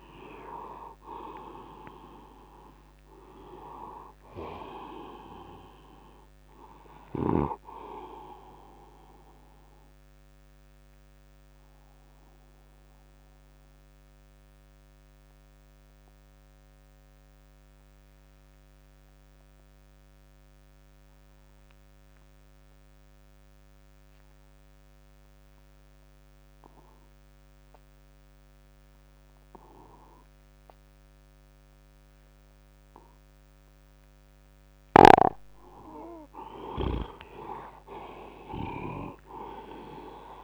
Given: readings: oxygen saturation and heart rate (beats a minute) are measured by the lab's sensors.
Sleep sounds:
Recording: a person partly awake in a sleep study, by a microphone on the trachea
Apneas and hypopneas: 1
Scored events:
0.00-13.00 s: oxygen desaturation (device-marked, oxygen 91% lowest, heart rate 70 extreme)
8.00-40.44 s: new sleep stage, N2 (light sleep)
11.50-34.00 s: obstructive apnea (oxygen 97% before, 89% lowest, heart rate 83 before, 70 extreme, up 7 after)
34.00-40.44 s: oxygen desaturation (device-marked, oxygen 98% before, 89% lowest, heart rate 78 before, 69 extreme)
35.50-38.00 s: arousal
From the record:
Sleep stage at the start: awake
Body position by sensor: on the right side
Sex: male

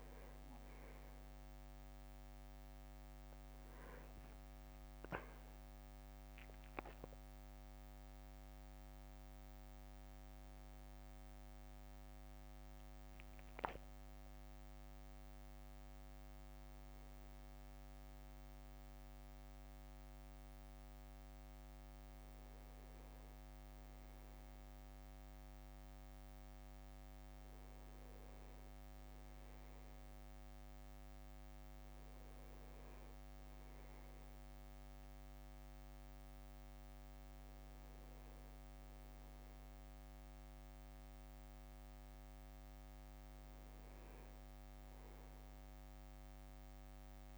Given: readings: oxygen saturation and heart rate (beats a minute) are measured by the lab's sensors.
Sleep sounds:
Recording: a person awake in a sleep study, hard to hear, by a microphone on the trachea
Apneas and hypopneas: none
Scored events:
5.50-9.50 s: leg movement (device-marked)
15.50-16.50 s: leg movement (device-marked)
27.00-42.00 s: oxygen desaturation (device-marked, oxygen 100% before, 96% lowest, heart rate 55 before, 54 extreme)
29.50-34.00 s: leg movement (device-marked)
46.00-47.38 s: new sleep stage, N1 (lightest sleep)
From the record:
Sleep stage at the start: awake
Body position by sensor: on the right side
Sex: male

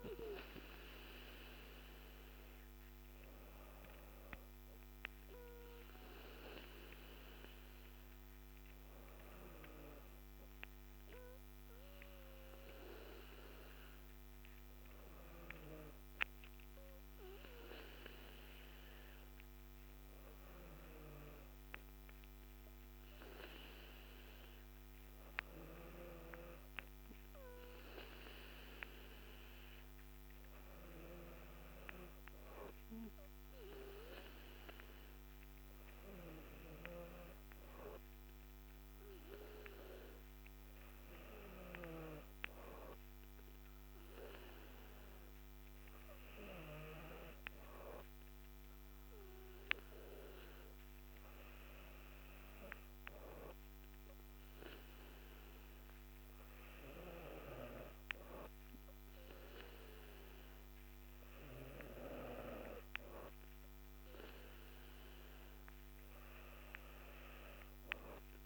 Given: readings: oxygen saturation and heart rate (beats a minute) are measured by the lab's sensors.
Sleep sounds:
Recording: breathing in sleep by a microphone on the trachea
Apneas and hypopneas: none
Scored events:
none scored
From the record:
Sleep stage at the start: N2 (light sleep)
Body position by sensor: on the back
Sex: female

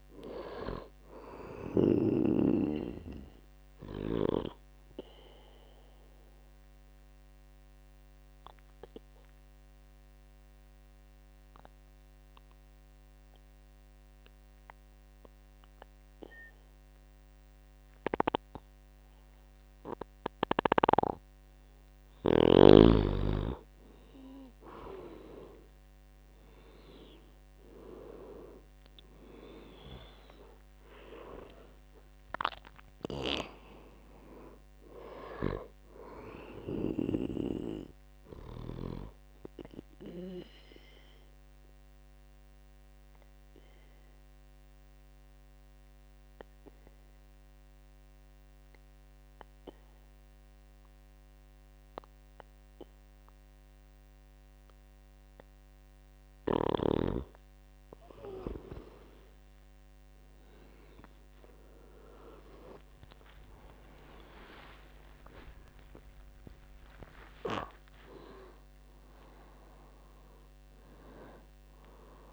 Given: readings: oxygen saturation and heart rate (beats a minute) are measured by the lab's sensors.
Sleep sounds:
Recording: breathing in sleep by a microphone on the trachea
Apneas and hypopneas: 2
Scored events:
0.00-20.50 s: oxygen desaturation (device-marked, oxygen 87% lowest, heart rate 53 extreme)
5.00-21.50 s: obstructive apnea (oxygen 99% before, 85% lowest, heart rate 78 before, 53 extreme, up 8 after)
24.00-27.00 s: arousal
32.50-57.50 s: oxygen desaturation (device-marked, oxygen 99% before, 85% lowest, heart rate 64 before, 53 extreme)
40.00-57.00 s: obstructive apnea (oxygen 99% before, 85% lowest, heart rate 68 before, 57 extreme, up 19 after)
61.00-64.50 s: arousal
63.50-69.50 s: tachycardia (device-marked, heart rate 70 before, 118 extreme)
70.50-72.33 s: oxygen desaturation (device-marked, oxygen 98% before, 89% lowest, heart rate 79 before, 59 extreme)
From the record:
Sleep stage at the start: N2 (light sleep)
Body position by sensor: on the back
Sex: male

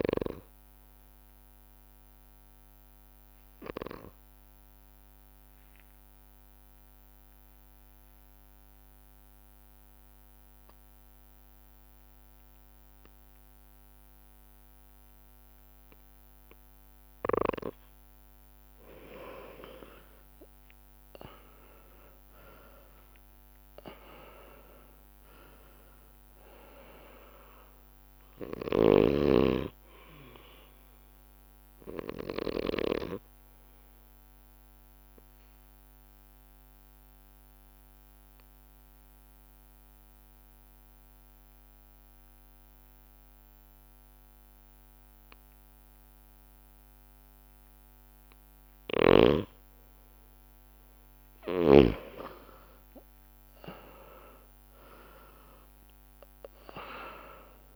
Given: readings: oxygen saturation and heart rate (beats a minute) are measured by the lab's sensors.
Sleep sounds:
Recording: breathing in sleep by a microphone on the trachea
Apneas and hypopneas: 2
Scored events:
0.00-8.00 s: oxygen desaturation (device-marked, oxygen 92% lowest)
0.00-9.00 s: bradycardia (device-marked)
1.00-17.50 s: obstructive apnea (oxygen 99% before, 92% lowest)
18.50-22.50 s: arousal
23.00-44.00 s: oxygen desaturation (device-marked, oxygen 99% before, 93% lowest)
34.50-48.00 s: obstructive apnea (oxygen 99% before, 93% lowest)
48.50-52.00 s: snoring (device-marked)
53.00-57.50 s: arousal
From the record:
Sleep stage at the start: N2 (light sleep)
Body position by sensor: on the back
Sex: male

